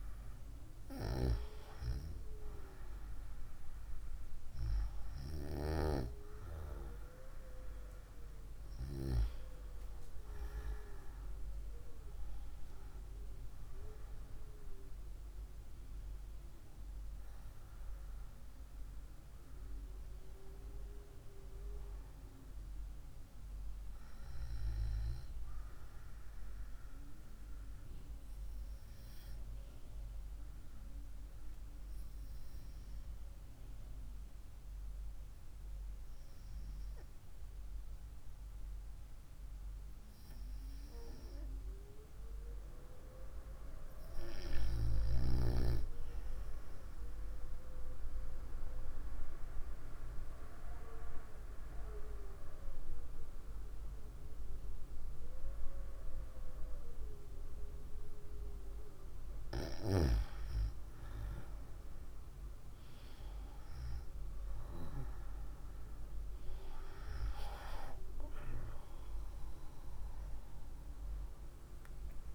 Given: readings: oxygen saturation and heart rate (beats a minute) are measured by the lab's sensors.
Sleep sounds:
breathing in sleep by a room microphone; 1
0.00-6.00 s: oxygen desaturation (device-marked, oxygen 97% before, 94% lowest, heart rate 64 before, 61 extreme)
37.00-41.00 s: arousal
48.50-59.50 s: obstructive apnea (oxygen 97% before, 94% lowest, heart rate 62 before, 58 extreme, up 12 after)
68.00-72.00 s: arousal
From the record:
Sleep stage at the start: N2 (light sleep); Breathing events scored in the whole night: 130 in 5.5 hours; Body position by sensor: on the right side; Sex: female

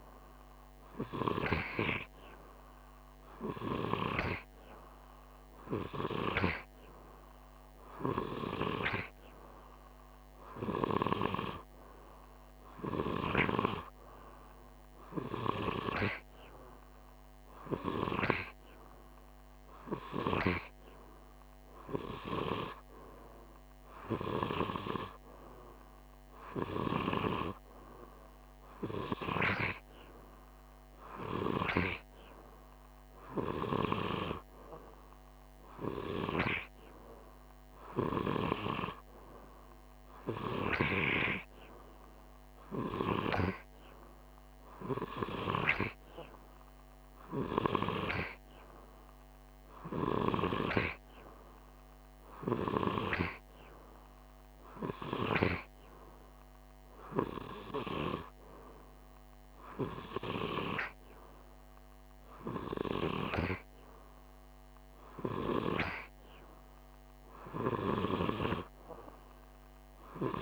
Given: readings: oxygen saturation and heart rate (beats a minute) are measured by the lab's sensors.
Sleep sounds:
breathing in sleep by a microphone on the trachea; none
none scored
From the record:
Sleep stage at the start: N2 (light sleep); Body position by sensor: on the right side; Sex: male

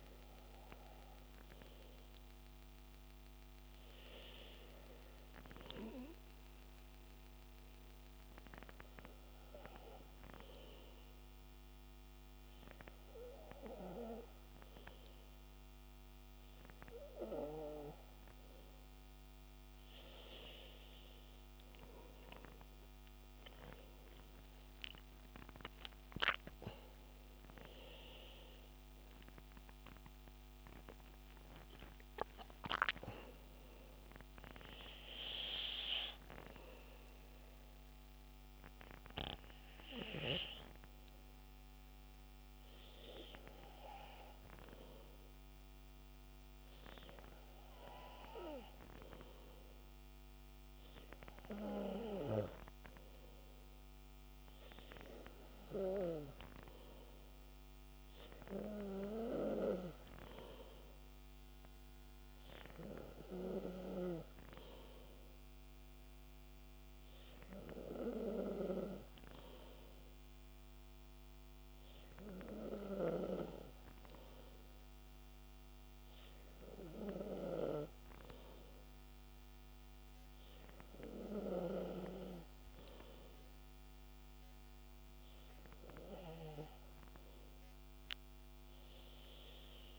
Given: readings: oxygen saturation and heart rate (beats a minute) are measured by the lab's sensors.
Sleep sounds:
breathing in sleep by a microphone on the trachea; none
27.00-32.00 s: arousal
87.50-89.99 s: arousal
From the record:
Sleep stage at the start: N2 (light sleep); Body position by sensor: on the back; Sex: male

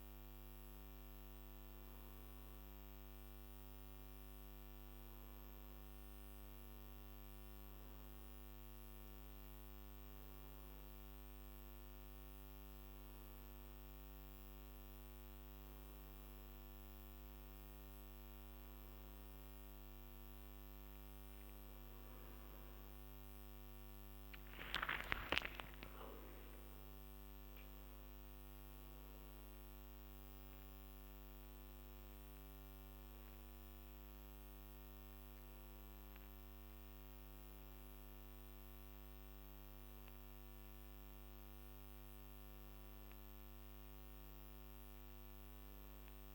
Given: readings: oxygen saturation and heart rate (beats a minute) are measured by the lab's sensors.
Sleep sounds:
breathing in sleep, hard to hear, by a microphone on the trachea; none
25.00-30.00 s: arousal
From the record:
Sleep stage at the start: N1 (lightest sleep); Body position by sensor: on the back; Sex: male

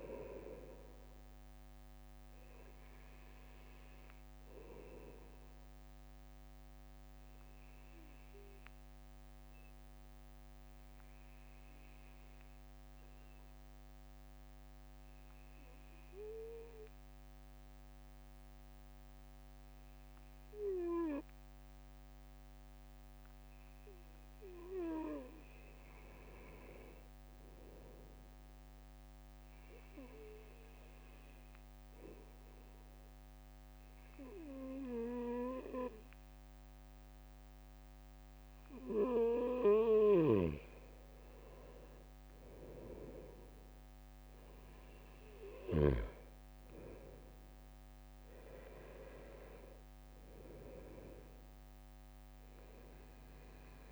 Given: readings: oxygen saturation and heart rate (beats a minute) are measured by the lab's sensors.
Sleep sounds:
breathing in sleep by a microphone on the trachea; 2
5.00-22.00 s: obstructive apnea (oxygen 97% before, 95% lowest, heart rate 65 before, 60 extreme, up 3 after)
24.00-27.00 s: arousal
31.00-41.00 s: obstructive apnea (oxygen 99% before, 96% lowest, heart rate 62 before, 60 extreme, up 5 after)
44.00-47.50 s: arousal
From the record:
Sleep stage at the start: N2 (light sleep); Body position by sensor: on the right side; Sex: male

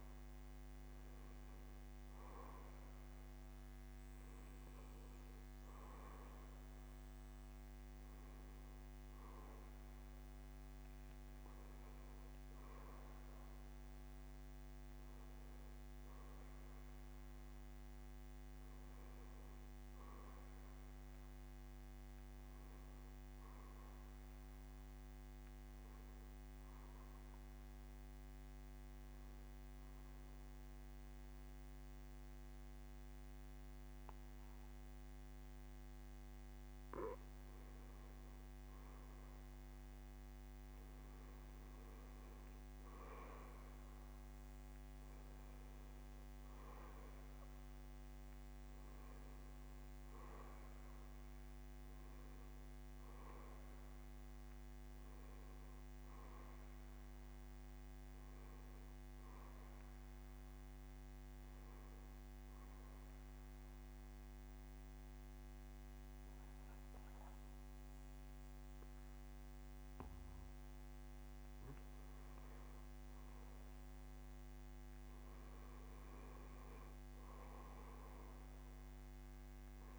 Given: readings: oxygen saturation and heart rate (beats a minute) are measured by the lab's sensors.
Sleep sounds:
breathing in sleep, hard to hear, by a microphone on the trachea; 2
1.50-18.50 s: oxygen desaturation (device-marked, oxygen 92% before, 89% lowest, heart rate 65 before, 56 extreme)
17.50-20.50 s: bradycardia (device-marked, heart rate 68 before, 65 extreme)
26.50-28.50 s: bradycardia (device-marked, heart rate 68 before, 65 extreme)
26.50-37.50 s: central apnea (oxygen 93% before, 88% lowest, heart rate 64 before, 56 extreme, up 10 after)
30.50-32.50 s: bradycardia (device-marked, heart rate 68 before, 58 extreme)
34.50-36.50 s: bradycardia (device-marked, heart rate 68 before, 58 extreme)
38.50-40.50 s: bradycardia (device-marked, heart rate 68 before, 58 extreme)
41.50-45.00 s: arousal
42.50-61.50 s: oxygen desaturation (device-marked, oxygen 93% before, 88% lowest, heart rate 62 before, 57 extreme)
45.50-47.50 s: bradycardia (device-marked, heart rate 68 before, 57 extreme)
61.00-72.00 s: obstructive apnea (oxygen 93% before, 90% lowest, heart rate 66 before, 57 extreme, up 1 after)
77.50-79.99 s: bradycardia (device-marked, heart rate 68 before, 66 extreme)
From the record:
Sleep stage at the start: N2 (light sleep); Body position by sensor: on the back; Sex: male

